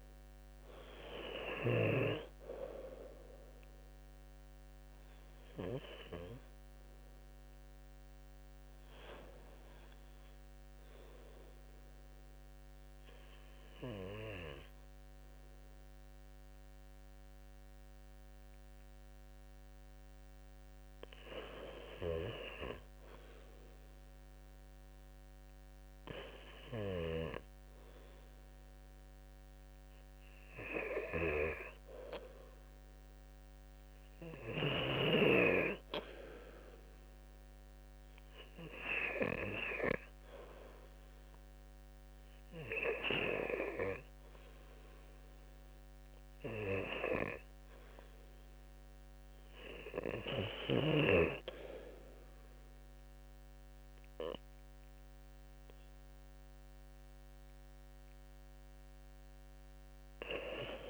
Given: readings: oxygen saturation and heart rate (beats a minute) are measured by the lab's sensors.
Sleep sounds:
breathing in sleep by a microphone on the trachea; 2
9.00-20.00 s: obstructive apnea (oxygen 98% before, 92% lowest, heart rate 78 before, 67 extreme, up 0 after)
16.00-27.00 s: oxygen desaturation (device-marked, oxygen 96% before, 93% lowest, heart rate 72 before, 67 extreme)
25.50-29.50 s: arousal
36.50-48.50 s: hypopnea (oxygen 98% before, 92% lowest, heart rate 69 before, 71 extreme, up 4 after)
43.00-60.90 s: oxygen desaturation (device-marked, oxygen 96% before, 92% lowest, heart rate 70 before, 73 extreme)
51.00-54.00 s: arousal
From the record:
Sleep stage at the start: N2 (light sleep); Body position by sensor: on the left side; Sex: male

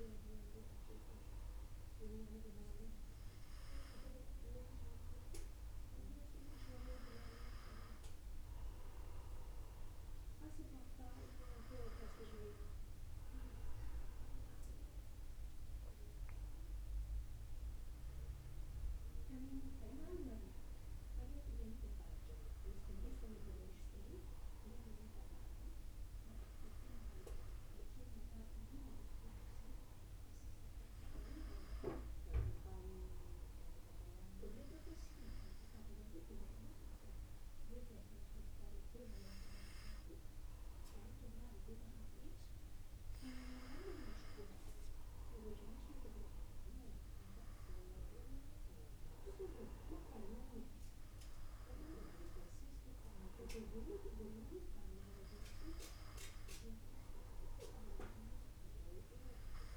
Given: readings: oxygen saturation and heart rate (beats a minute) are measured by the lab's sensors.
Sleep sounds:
breathing in sleep by a room microphone; none
none scored
From the record:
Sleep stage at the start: N2 (light sleep); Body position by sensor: on the back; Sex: male

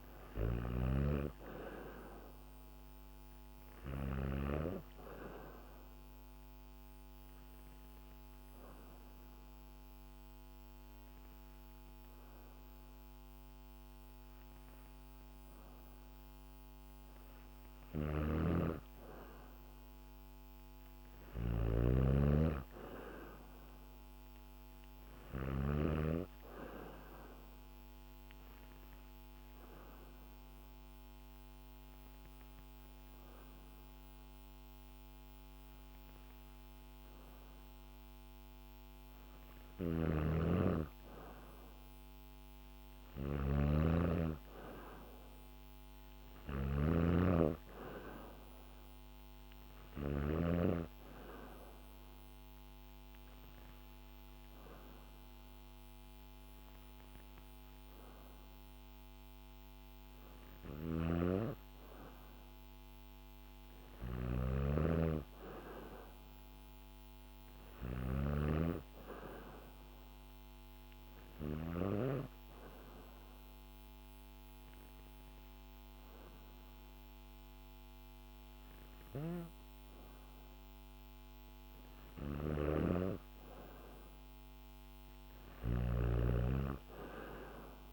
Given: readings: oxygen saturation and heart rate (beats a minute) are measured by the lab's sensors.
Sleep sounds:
breathing in sleep by a microphone on the trachea; 4
0.00-2.00 s: arousal
0.00-4.00 s: snoring (device-marked)
6.00-17.00 s: obstructive apnea (oxygen 96% before, 92% lowest, heart rate 68 before, 65 extreme, up 1 after)
17.50-25.00 s: snoring (device-marked)
20.00-23.00 s: arousal
28.00-39.00 s: obstructive apnea (oxygen 96% before, 92% lowest, heart rate 67 before, 64 extreme, up 2 after)
39.00-50.00 s: snoring (device-marked)
43.00-46.00 s: arousal
47.50-59.50 s: oxygen desaturation (device-marked, oxygen 95% before, 92% lowest, heart rate 67 before, 66 extreme)
51.00-62.00 s: hypopnea (oxygen 96% before, 92% lowest, heart rate 67 before, 66 extreme, up 2 after)
60.00-71.50 s: snoring (device-marked)
64.00-67.00 s: arousal
71.50-81.50 s: hypopnea (oxygen 95% before, 92% lowest, heart rate 71 before, 66 extreme, up 2 after)
81.50-87.93 s: snoring (device-marked)
84.50-87.93 s: arousal
From the record:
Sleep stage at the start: N2 (light sleep); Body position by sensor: on the back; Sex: female

